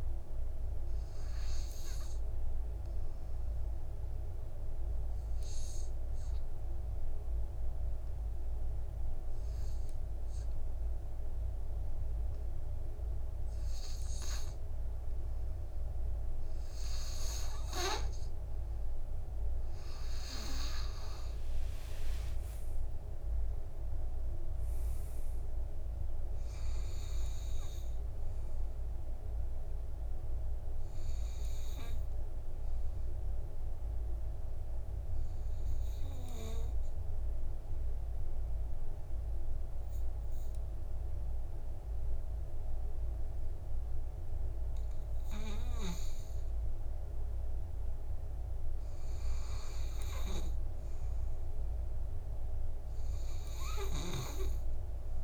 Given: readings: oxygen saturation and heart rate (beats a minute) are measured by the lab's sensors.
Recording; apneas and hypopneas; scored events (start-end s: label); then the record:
breathing in sleep by a room microphone; 2
3.50-17.00 s: obstructive apnea (oxygen 99% before, 92% lowest, heart rate 52 before, 47 extreme, up 19 after)
20.00-23.50 s: arousal
22.50-24.50 s: long interval between heartbeats (device-marked, heart rate 54 before, 68 extreme)
24.00-38.00 s: oxygen desaturation (device-marked, oxygen 96% before, 92% lowest, heart rate 55 before, 47 extreme)
32.00-45.50 s: obstructive apnea (oxygen 99% before, 92% lowest, heart rate 59 before, 50 extreme, up 8 after)
47.50-51.50 s: arousal
From the record:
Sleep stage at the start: N2 (light sleep); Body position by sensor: on the back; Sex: male